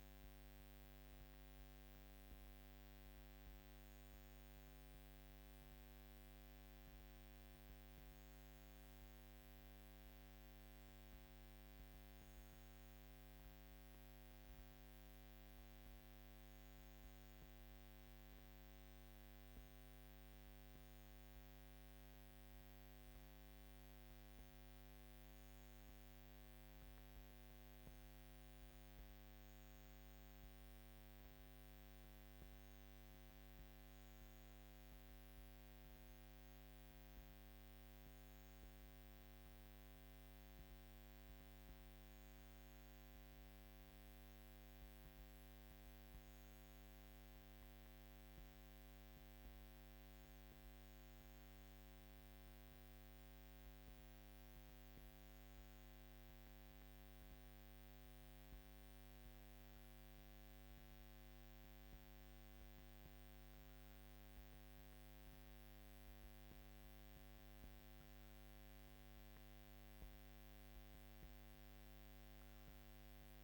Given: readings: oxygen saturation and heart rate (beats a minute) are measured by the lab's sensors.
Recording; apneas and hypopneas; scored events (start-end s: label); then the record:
breathing in sleep, hard to hear, by a microphone on the trachea; none
none scored
From the record:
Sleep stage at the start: N2 (light sleep); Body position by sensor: on the back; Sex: female